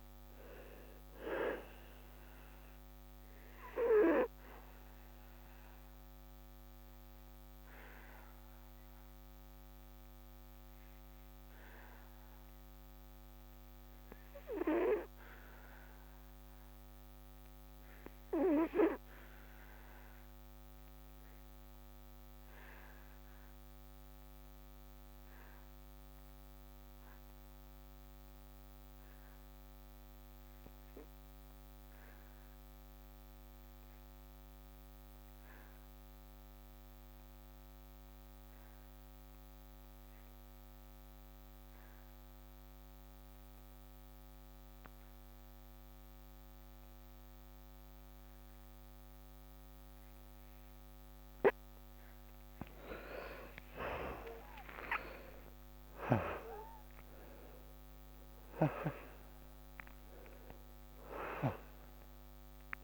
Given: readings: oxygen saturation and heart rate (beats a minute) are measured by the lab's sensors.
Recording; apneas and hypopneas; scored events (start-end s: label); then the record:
breathing in sleep by a microphone on the trachea; 1
2.50-25.50 s: oxygen desaturation (device-marked, oxygen 93% before, 79% lowest, heart rate 70 before, 59 extreme)
3.50-51.00 s: obstructive apnea (oxygen 93% before, 67% lowest, heart rate 71 before, 59 extreme, up 26 after)
38.50-62.84 s: oxygen desaturation (device-marked, oxygen 97% before, 67% lowest, heart rate 64 before, 59 extreme)
53.50-58.50 s: arousal
From the record:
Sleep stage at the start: N2 (light sleep); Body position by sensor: on the back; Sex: male